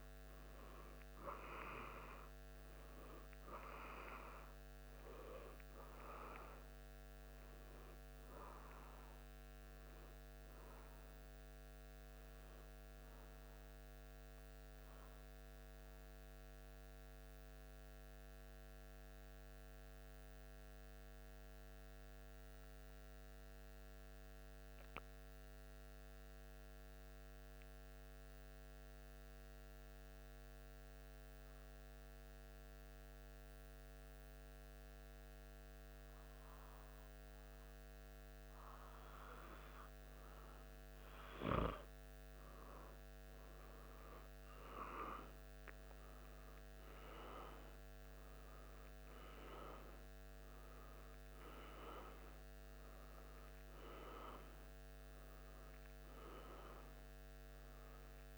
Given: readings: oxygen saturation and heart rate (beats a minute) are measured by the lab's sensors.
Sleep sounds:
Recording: breathing in sleep by a microphone on the trachea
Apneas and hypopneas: 1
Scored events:
13.00-40.00 s: mixed apnea (oxygen 99% before, 90% lowest, heart rate 76 before, 74 extreme, up 0 after)
42.50-46.50 s: arousal
From the record:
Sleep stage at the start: N2 (light sleep)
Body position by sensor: on the back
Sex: male

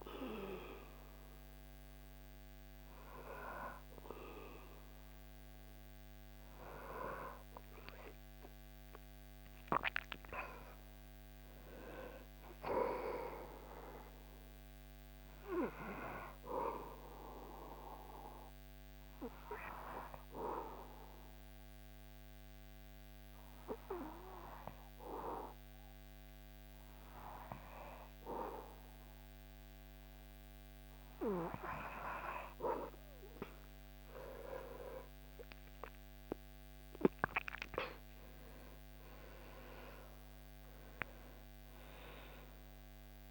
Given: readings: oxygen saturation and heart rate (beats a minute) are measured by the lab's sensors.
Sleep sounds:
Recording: breathing in sleep by a microphone on the trachea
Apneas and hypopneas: 1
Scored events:
17.50-32.00 s: obstructive apnea (oxygen 99% before, 95% lowest, heart rate 70 before, 63 extreme, up 15 after)
34.50-39.00 s: arousal
From the record:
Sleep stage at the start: N2 (light sleep)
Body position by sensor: on the back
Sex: male

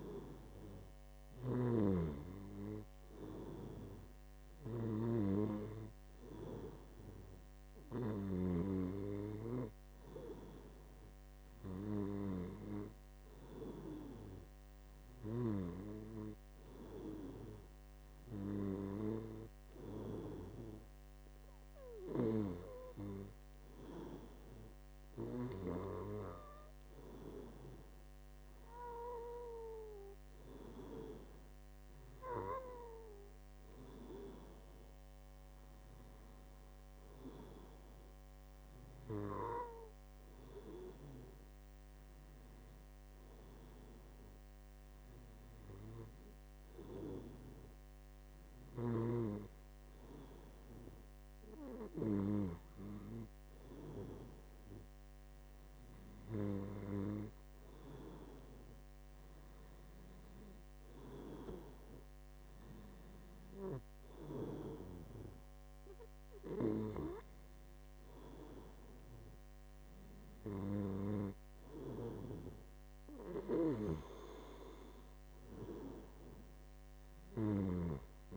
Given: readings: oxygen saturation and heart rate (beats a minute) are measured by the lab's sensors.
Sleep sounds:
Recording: breathing in sleep by a microphone on the trachea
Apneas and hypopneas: none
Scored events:
none scored
From the record:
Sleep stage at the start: N2 (light sleep)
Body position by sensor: on the back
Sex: male

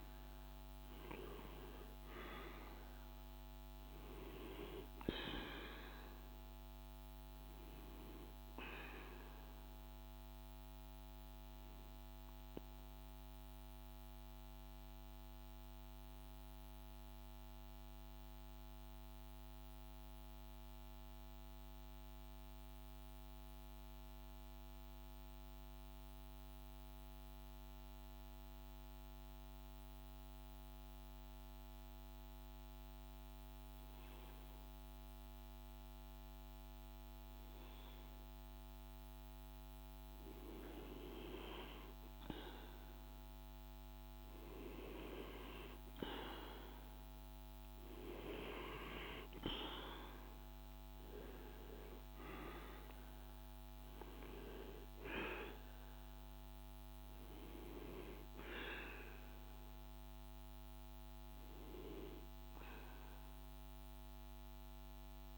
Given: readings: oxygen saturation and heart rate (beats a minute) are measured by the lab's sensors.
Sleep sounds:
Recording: breathing in sleep by a microphone on the trachea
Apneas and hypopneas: 1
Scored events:
0.00-20.50 s: oxygen desaturation (device-marked, oxygen 92% lowest, heart rate 50 extreme)
17.00-31.50 s: central apnea (oxygen 98% before, 91% lowest, heart rate 53 before, 51 extreme, up 0 after)
33.50-36.50 s: arousal
36.50-65.38 s: oxygen desaturation (device-marked, oxygen 99% before, 91% lowest, heart rate 52 before, 51 extreme)
From the record:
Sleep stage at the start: N2 (light sleep)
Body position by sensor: on the right side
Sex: male

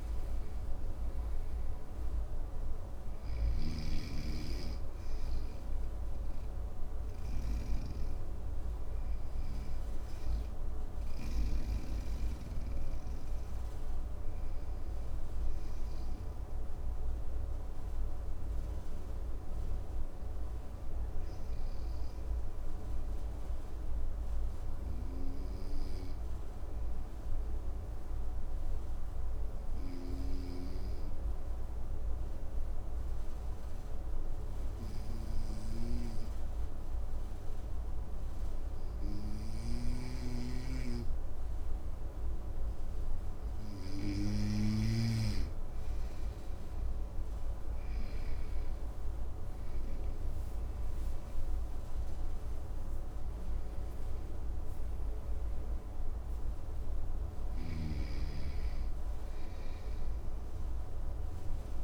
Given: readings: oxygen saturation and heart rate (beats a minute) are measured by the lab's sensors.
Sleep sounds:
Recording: breathing in sleep by a room microphone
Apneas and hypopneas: 1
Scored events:
0.00-2.00 s: arousal
0.00-23.00 s: oxygen desaturation (device-marked, oxygen 94% lowest, heart rate 53 extreme)
17.50-42.00 s: obstructive apnea (oxygen 97% before, 93% lowest, heart rate 59 before, 53 extreme, up 5 after)
39.00-44.50 s: snoring (device-marked)
42.00-61.84 s: oxygen desaturation (device-marked, oxygen 98% before, 93% lowest, heart rate 54 before, 53 extreme)
45.50-50.00 s: arousal
56.50-61.84 s: snoring (device-marked)
From the record:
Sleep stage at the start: N2 (light sleep)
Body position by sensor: on the right side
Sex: male

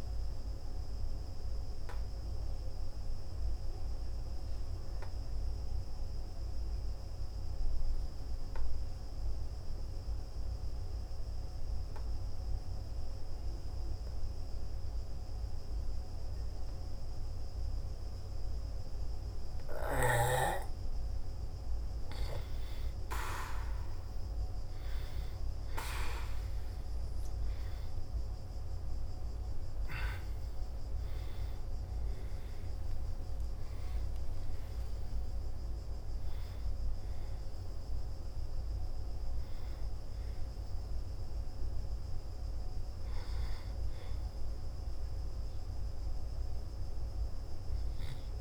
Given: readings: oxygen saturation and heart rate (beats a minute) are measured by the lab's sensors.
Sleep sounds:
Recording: breathing in sleep by a room microphone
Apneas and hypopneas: 1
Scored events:
12.50-22.50 s: obstructive apnea (oxygen 98% before, 88% lowest, heart rate 54 before, 51 extreme, up 6 after)
24.00-28.00 s: arousal
29.50-42.50 s: oxygen desaturation (device-marked, oxygen 95% before, 92% lowest, heart rate 54 before, 55 extreme)
34.50-36.50 s: long interval between heartbeats (device-marked, heart rate 55 before, 71 extreme)
From the record:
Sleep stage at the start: N2 (light sleep)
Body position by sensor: on the back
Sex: male

